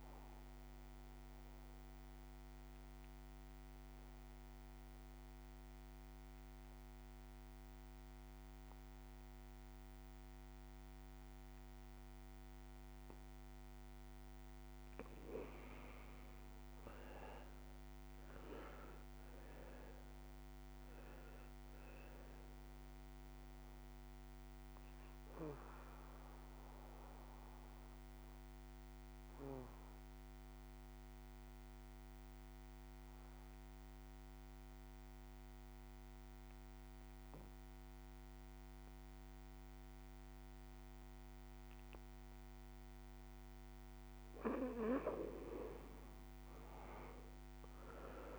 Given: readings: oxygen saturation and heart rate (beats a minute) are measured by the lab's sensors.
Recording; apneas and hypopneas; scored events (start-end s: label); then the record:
breathing in sleep by a microphone on the trachea; 2
0.00-8.00 s: oxygen desaturation (device-marked, oxygen 86% lowest, heart rate 58 extreme)
0.50-14.50 s: obstructive apnea (oxygen 96% before, 86% lowest, heart rate 90 before, 47 extreme, up 31 after)
16.50-19.50 s: arousal
19.00-37.00 s: oxygen desaturation (device-marked, oxygen 100% before, 86% lowest, heart rate 92 before, 43 extreme)
23.00-42.50 s: obstructive apnea (oxygen 100% before, 86% lowest, heart rate 97 before, 43 extreme, up 22 after)
42.00-48.39 s: oxygen desaturation (device-marked, oxygen 98% before, 87% lowest, heart rate 68 before, 49 extreme)
46.50-48.39 s: arousal
From the record:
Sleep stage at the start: N2 (light sleep); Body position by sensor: on the right side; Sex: male